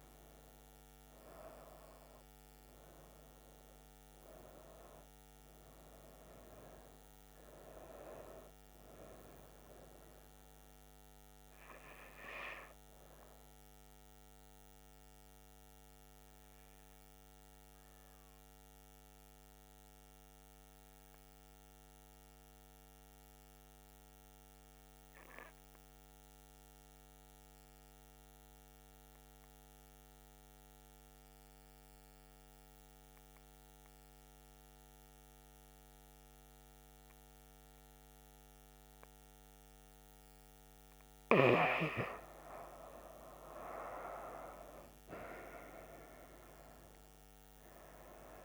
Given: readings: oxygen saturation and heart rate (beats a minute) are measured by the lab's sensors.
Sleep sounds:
breathing in sleep by a microphone on the trachea; 1
0.00-18.50 s: oxygen desaturation (device-marked, oxygen 91% lowest, heart rate 65 extreme)
20.50-41.00 s: obstructive apnea (oxygen 97% before, 90% lowest, heart rate 74 before, 64 extreme, up 10 after)
37.50-48.44 s: oxygen desaturation (device-marked, oxygen 97% before, 90% lowest, heart rate 68 before, 64 extreme)
44.00-48.44 s: arousal
From the record:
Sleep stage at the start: N2 (light sleep); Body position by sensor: on the right side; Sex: female

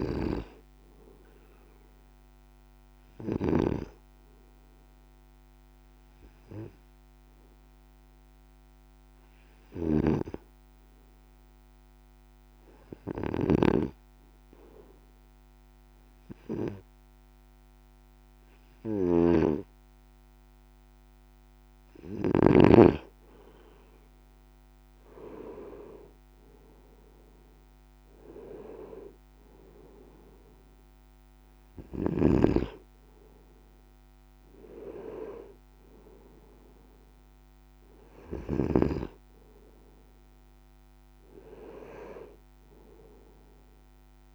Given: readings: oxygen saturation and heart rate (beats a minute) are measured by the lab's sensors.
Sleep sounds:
breathing in sleep by a microphone on the trachea; 1
2.50-5.00 s: arousal
7.00-22.00 s: hypopnea (oxygen 96% before, 93% lowest, heart rate 56 before, 54 extreme, up 4 after)
13.50-22.50 s: snoring (device-marked)
24.50-28.00 s: arousal
From the record:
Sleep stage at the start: N2 (light sleep); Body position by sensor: on the right side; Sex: male

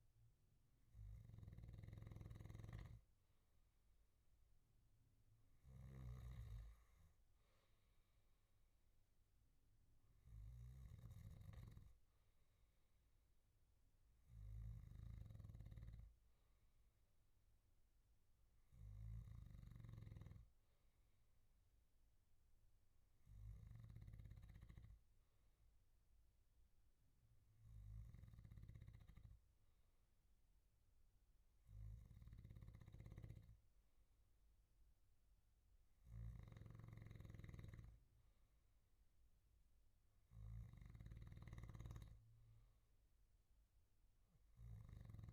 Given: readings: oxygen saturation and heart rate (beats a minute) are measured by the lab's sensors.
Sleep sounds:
breathing in sleep by a room microphone; none
0.00-19.50 s: snoring (device-marked)
36.50-45.33 s: snoring (device-marked)
From the record:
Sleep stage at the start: N2 (light sleep); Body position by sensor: on the back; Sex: male

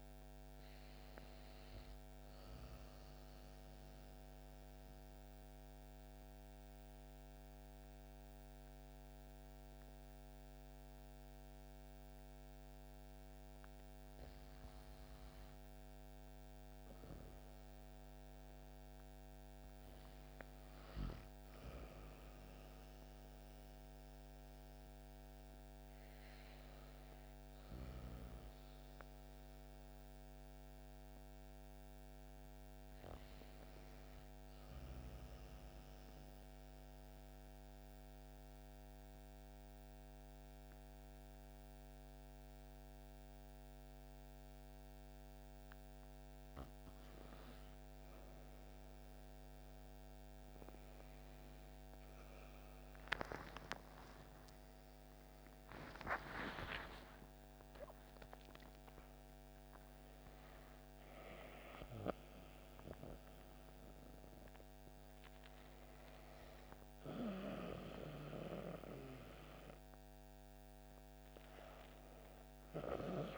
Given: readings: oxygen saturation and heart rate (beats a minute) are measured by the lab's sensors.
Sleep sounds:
breathing in sleep by a microphone on the trachea; 2
4.00-17.50 s: obstructive apnea (oxygen 97% before, 94% lowest)
19.50-23.50 s: arousal
36.50-48.00 s: obstructive apnea (oxygen 96% before, 94% lowest)
53.50-58.50 s: arousal
From the record:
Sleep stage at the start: REM sleep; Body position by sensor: on the back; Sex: female

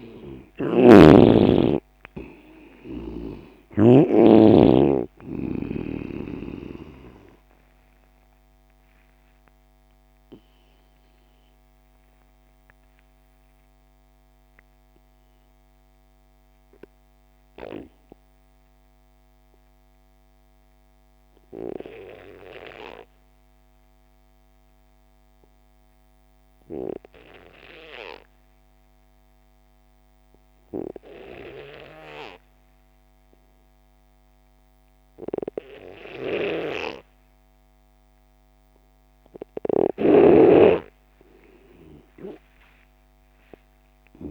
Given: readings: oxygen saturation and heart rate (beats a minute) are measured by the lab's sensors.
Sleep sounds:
breathing in sleep by a microphone on the trachea; 1
0.00-2.00 s: arousal
0.00-4.00 s: snoring (device-marked)
0.00-24.50 s: oxygen desaturation (device-marked, oxygen 89% lowest)
8.00-40.00 s: obstructive apnea (oxygen 99% before, 87% lowest)
36.00-44.31 s: snoring (device-marked)
36.50-44.31 s: oxygen desaturation (device-marked, oxygen 98% before, 87% lowest)
43.00-44.31 s: arousal
From the record:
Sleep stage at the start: N2 (light sleep); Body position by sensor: on the left side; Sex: male

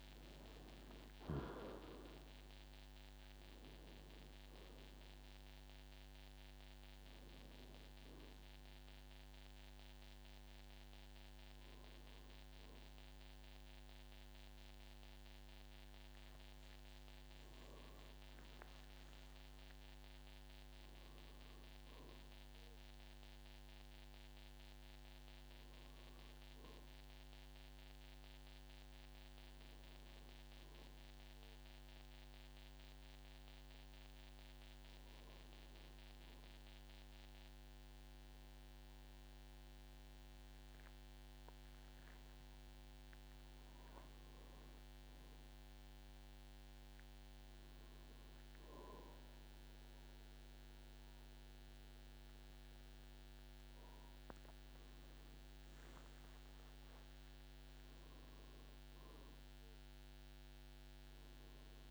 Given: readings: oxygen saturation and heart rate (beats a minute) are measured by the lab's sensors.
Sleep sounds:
a person partly awake in a sleep study, hard to hear, by a microphone on the trachea; none
0.00-23.50 s: oxygen desaturation (device-marked, oxygen 92% lowest, heart rate 51 extreme)
8.50-38.50 s: new sleep stage, awake
38.50-61.91 s: new sleep stage, N2 (light sleep)
49.50-61.91 s: oxygen desaturation (device-marked, oxygen 98% before, 94% lowest, heart rate 56 before, 49 extreme)
50.50-52.50 s: long interval between heartbeats (device-marked, heart rate 56 before, 66 extreme)
57.00-59.00 s: long interval between heartbeats (device-marked, heart rate 60 before, 85 extreme)
From the record:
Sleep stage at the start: N2 (light sleep); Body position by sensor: on the back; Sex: male

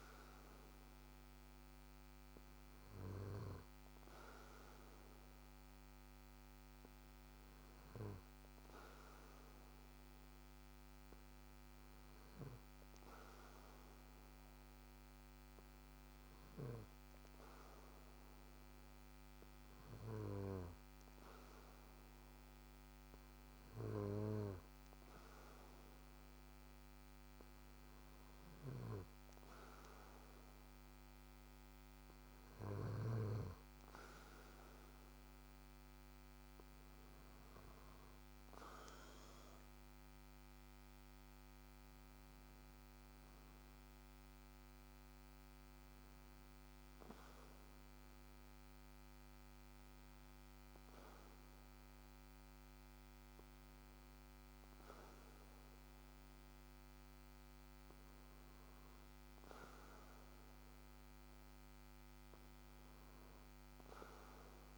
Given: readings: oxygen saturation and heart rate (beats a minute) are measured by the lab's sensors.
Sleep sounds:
breathing in sleep by a microphone on the trachea; 1
10.50-35.00 s: hypopnea (oxygen 95% before, 92% lowest, heart rate 59 before, 54 extreme, up 1 after)
28.50-33.50 s: snoring (device-marked)
37.00-40.00 s: arousal
From the record:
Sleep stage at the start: N2 (light sleep); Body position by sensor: on the back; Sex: male

